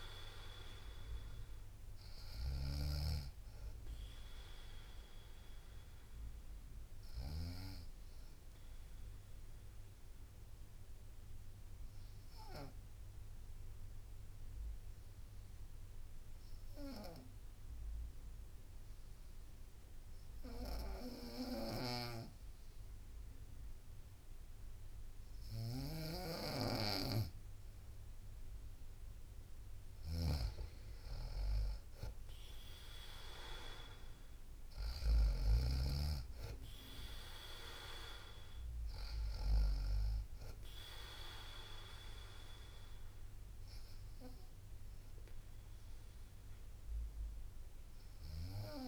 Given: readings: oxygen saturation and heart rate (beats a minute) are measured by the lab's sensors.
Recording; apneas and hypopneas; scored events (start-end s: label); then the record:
breathing in sleep by a room microphone; 1
0.00-3.00 s: drop in pulse transit time (device-marked, heart rate 57 extreme)
0.00-15.00 s: oxygen desaturation (device-marked, oxygen 91% lowest, heart rate 53 extreme)
2.00-7.00 s: snoring (device-marked)
3.00-18.00 s: bradycardia (device-marked, heart rate 62 before, 58 extreme)
5.00-28.50 s: obstructive apnea (oxygen 97% before, 91% lowest, heart rate 60 before, 53 extreme, up 6 after)
19.00-33.00 s: bradycardia (device-marked, heart rate 62 before, 53 extreme)
21.00-35.00 s: snoring (device-marked)
30.00-43.00 s: drop in pulse transit time (device-marked, heart rate 58 before, 53 extreme)
30.00-48.88 s: oxygen desaturation (device-marked, oxygen 97% before, 92% lowest, heart rate 58 before, 58 extreme)
30.50-34.50 s: arousal
34.00-36.00 s: bradycardia (device-marked, heart rate 62 before, 57 extreme)
38.00-42.00 s: bradycardia (device-marked, heart rate 62 before, 59 extreme)
From the record:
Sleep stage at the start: N2 (light sleep); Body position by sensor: on the right side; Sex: female